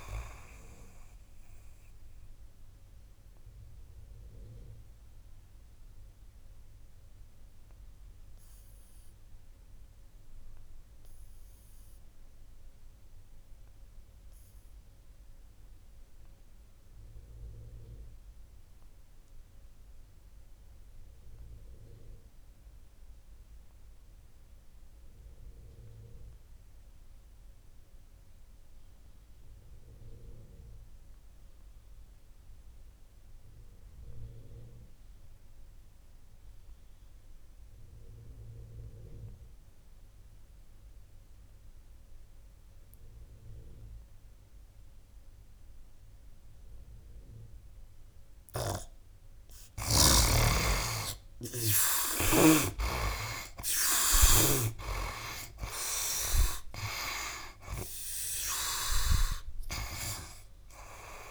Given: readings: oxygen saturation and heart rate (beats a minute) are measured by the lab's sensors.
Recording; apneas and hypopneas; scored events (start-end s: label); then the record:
breathing in sleep by a room microphone; 1
0.00-16.00 s: oxygen desaturation (device-marked, oxygen 52% lowest, heart rate 68 extreme)
2.00-47.50 s: obstructive apnea (oxygen 92% before, 47% lowest, heart rate 79 before, 68 extreme, up 20 after)
18.00-61.31 s: oxygen desaturation (device-marked, oxygen 96% before, 47% lowest, heart rate 78 before, 68 extreme)
50.50-54.50 s: snoring (device-marked)
50.50-55.00 s: arousal
53.00-61.31 s: new sleep stage, N2 (light sleep)
From the record:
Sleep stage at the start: REM sleep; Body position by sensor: on the right side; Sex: male